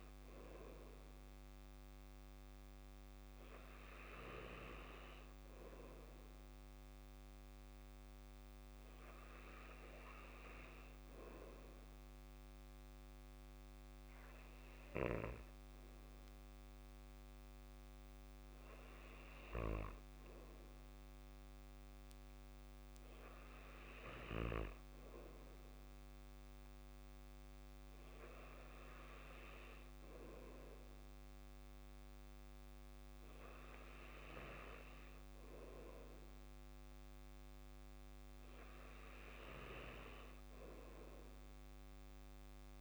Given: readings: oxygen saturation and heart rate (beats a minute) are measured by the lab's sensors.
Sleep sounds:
breathing in sleep by a microphone on the trachea; none
none scored
From the record:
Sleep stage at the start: N2 (light sleep); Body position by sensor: on the back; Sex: male

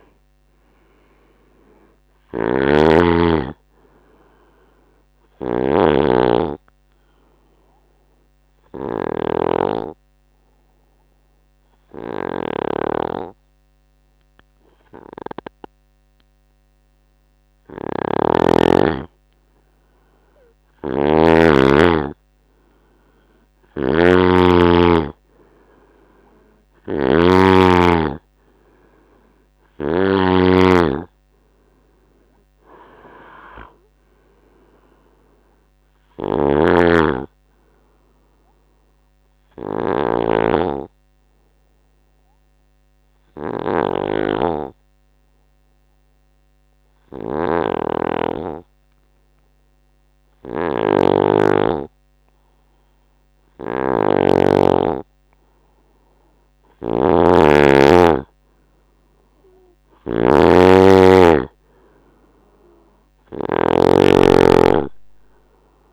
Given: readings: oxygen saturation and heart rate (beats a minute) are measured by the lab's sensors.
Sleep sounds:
breathing in sleep by a microphone on the trachea; 2
0.00-1.50 s: arousal
0.00-30.00 s: snoring (device-marked)
6.50-20.50 s: oxygen desaturation (device-marked, oxygen 98% before, 92% lowest, heart rate 69 before, 63 extreme)
8.00-19.00 s: obstructive apnea (oxygen 98% before, 92% lowest, heart rate 70 before, 65 extreme, up 6 after)
22.00-26.00 s: arousal
25.50-44.50 s: oxygen desaturation (device-marked, oxygen 98% before, 94% lowest, heart rate 70 before, 63 extreme)
36.00-65.93 s: snoring (device-marked)
40.00-52.50 s: hypopnea (oxygen 98% before, 92% lowest, heart rate 72 before, 63 extreme, up 9 after)
56.50-60.50 s: arousal
From the record:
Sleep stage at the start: N2 (light sleep); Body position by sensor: on the right side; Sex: male

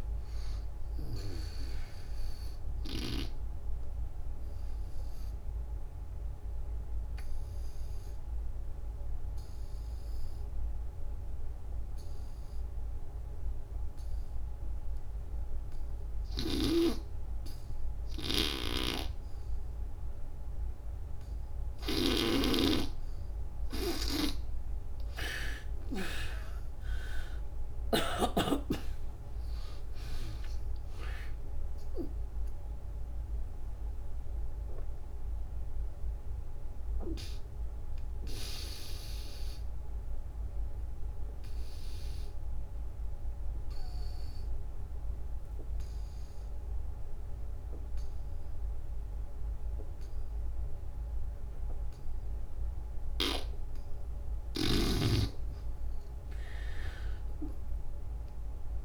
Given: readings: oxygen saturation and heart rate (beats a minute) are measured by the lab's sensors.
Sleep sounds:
breathing in sleep by a room microphone; 2
0.00-20.50 s: oxygen desaturation (device-marked, oxygen 76% lowest, heart rate 66 extreme)
4.00-22.50 s: obstructive apnea (oxygen 96% before, 76% lowest, heart rate 77 before, 66 extreme, up 37 after)
21.50-28.00 s: snoring (device-marked)
24.50-28.50 s: arousal
25.50-46.50 s: oxygen desaturation (device-marked, oxygen 97% before, 78% lowest, heart rate 80 before, 66 extreme)
40.50-53.00 s: obstructive apnea (oxygen 97% before, 76% lowest, heart rate 99 before, 66 extreme, up 41 after)
56.00-58.85 s: arousal
57.50-58.85 s: oxygen desaturation (device-marked, oxygen 98% before, 81% lowest, heart rate 80 before, 64 extreme)
From the record:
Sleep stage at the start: N2 (light sleep); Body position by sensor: on the back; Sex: female

